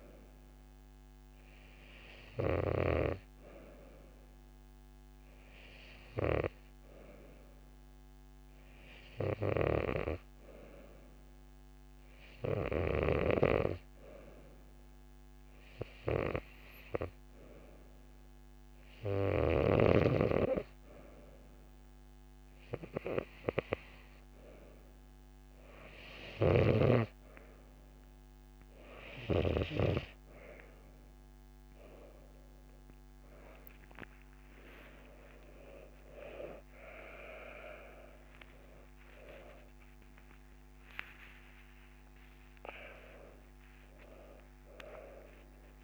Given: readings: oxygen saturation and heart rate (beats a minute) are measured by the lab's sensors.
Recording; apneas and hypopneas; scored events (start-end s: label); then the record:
a person partly awake in a sleep study, by a microphone on the trachea; none
31.00-40.00 s: tachycardia (device-marked)
31.00-45.84 s: new sleep stage, awake
34.00-36.00 s: long interval between heartbeats (device-marked)
From the record:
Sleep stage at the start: N2 (light sleep); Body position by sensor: on the right side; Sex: female